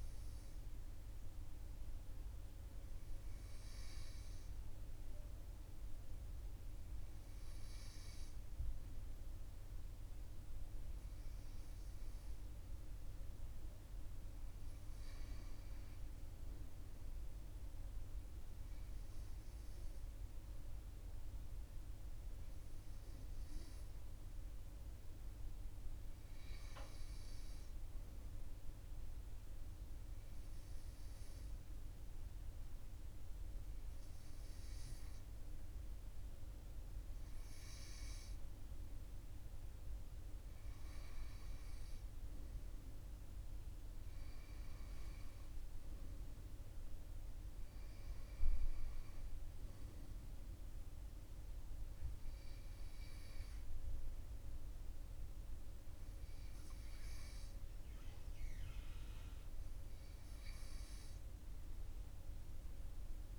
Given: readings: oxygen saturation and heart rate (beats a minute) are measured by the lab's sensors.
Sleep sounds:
breathing in sleep, hard to hear, by a room microphone; none
none scored
From the record:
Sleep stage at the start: N2 (light sleep); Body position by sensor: on the right side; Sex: male

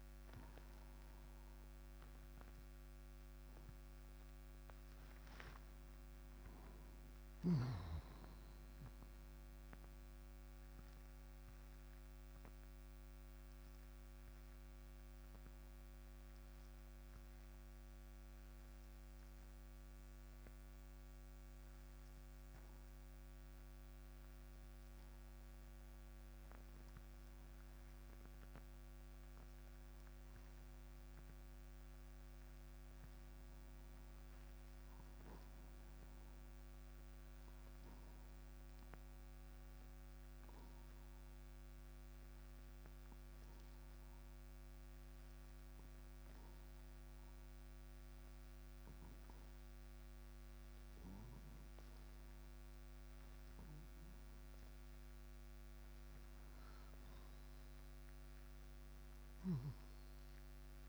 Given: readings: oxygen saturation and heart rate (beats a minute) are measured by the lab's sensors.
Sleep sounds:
breathing in sleep, hard to hear, by a microphone on the trachea; 2
8.00-12.00 s: arousal
16.00-27.00 s: obstructive apnea (oxygen 96% before, 88% lowest, heart rate 93 before, 144 extreme, up 29 after)
29.50-33.00 s: arousal
36.50-55.50 s: obstructive apnea (oxygen 96% before, 88% lowest, heart rate 169 before, 153 extreme, up 19 after)
59.00-60.89 s: arousal
From the record:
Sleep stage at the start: N2 (light sleep); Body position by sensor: on the right side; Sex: male

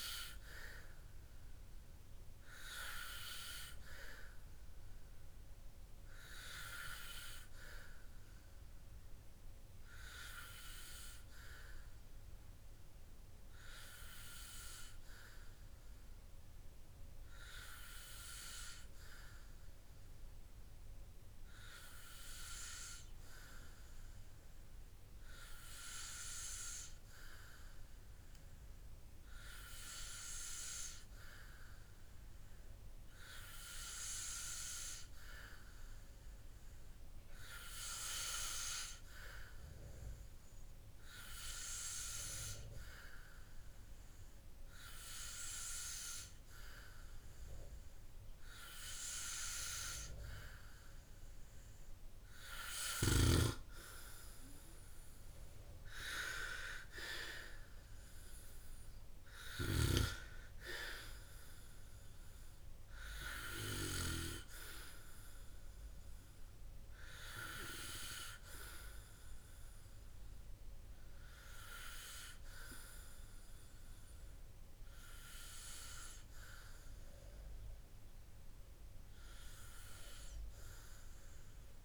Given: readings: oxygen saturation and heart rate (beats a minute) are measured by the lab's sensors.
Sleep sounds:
breathing in sleep by a room microphone; none
none scored
From the record:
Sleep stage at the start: N2 (light sleep); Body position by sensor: on the back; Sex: male

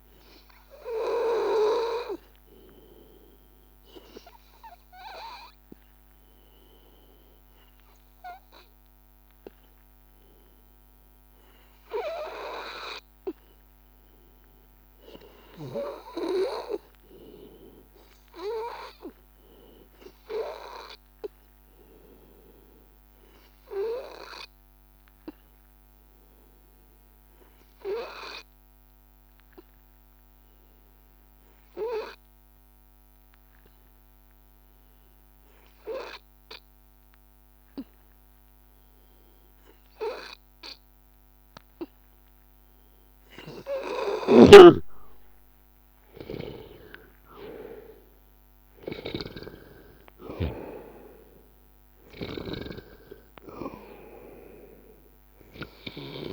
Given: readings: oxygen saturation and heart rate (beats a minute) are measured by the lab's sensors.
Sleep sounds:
breathing in sleep by a microphone on the trachea; 1
0.00-20.50 s: oxygen desaturation (device-marked, oxygen 92% lowest, heart rate 81 extreme)
22.00-25.00 s: arousal
26.50-42.50 s: hypopnea (oxygen 95% before, 88% lowest, heart rate 83 before, 83 extreme, up 2 after)
44.00-47.50 s: arousal
46.50-56.33 s: oxygen desaturation (device-marked, oxygen 95% before, 88% lowest, heart rate 83 before, 82 extreme)
From the record:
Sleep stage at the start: N2 (light sleep); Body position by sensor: on the back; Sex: male

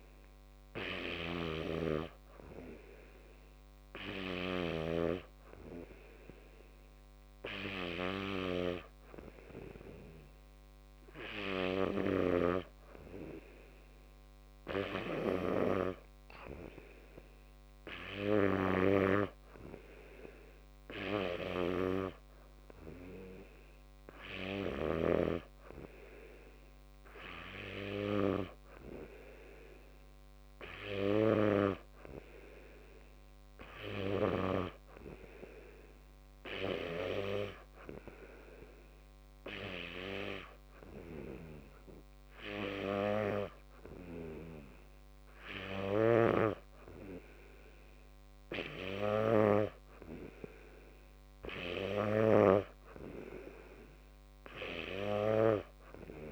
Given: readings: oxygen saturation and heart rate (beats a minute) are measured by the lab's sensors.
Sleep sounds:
breathing in sleep by a microphone on the trachea; none
none scored
From the record:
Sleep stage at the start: N2 (light sleep); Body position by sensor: on the back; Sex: male

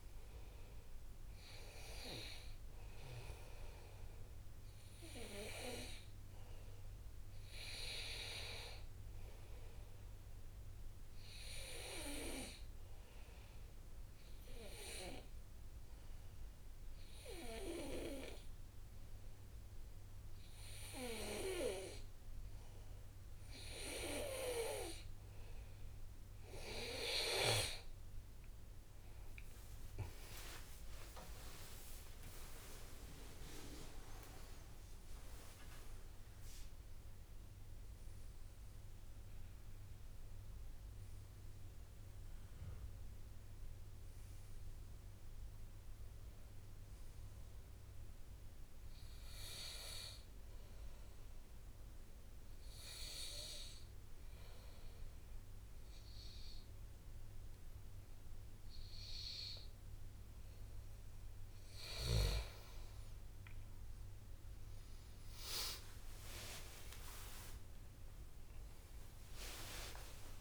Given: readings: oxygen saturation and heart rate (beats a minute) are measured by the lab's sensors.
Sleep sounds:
breathing in sleep by a room microphone; 2
0.00-2.00 s: arousal
12.00-26.00 s: obstructive apnea (oxygen 98% before, 93% lowest, heart rate 66 before, 63 extreme, up 36 after)
29.00-35.00 s: arousal
29.50-43.50 s: oxygen desaturation (device-marked, oxygen 97% before, 93% lowest, heart rate 66 before, 64 extreme)
31.00-33.00 s: long interval between heartbeats (device-marked, heart rate 65 before, 74 extreme)
51.00-62.00 s: obstructive apnea (oxygen 97% before, 92% lowest, heart rate 80 before, 63 extreme, up 56 after)
64.50-70.41 s: tachycardia (device-marked, heart rate 70 before, 120 extreme)
65.50-70.41 s: arousal
67.00-69.00 s: long interval between heartbeats (device-marked, heart rate 67 before, 86 extreme)
69.00-70.41 s: long interval between heartbeats (device-marked, heart rate 70 before, 117 extreme)
From the record:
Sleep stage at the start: N2 (light sleep); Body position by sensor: on the back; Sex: male

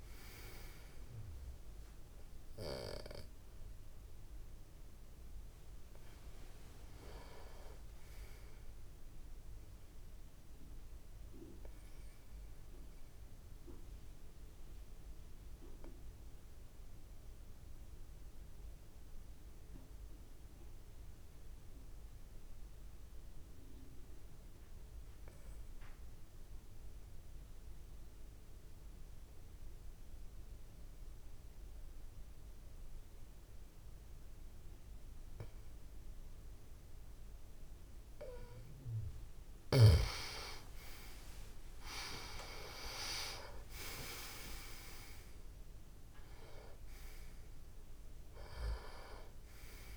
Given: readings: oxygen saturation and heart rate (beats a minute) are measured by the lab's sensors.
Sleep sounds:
breathing in sleep by a room microphone; 1
0.00-18.00 s: oxygen desaturation (device-marked, oxygen 89% lowest)
11.50-38.50 s: obstructive apnea (oxygen 97% before, 86% lowest)
32.00-49.97 s: oxygen desaturation (device-marked, oxygen 98% before, 86% lowest)
40.50-45.00 s: arousal
From the record:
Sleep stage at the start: N2 (light sleep); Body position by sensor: on the back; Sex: male

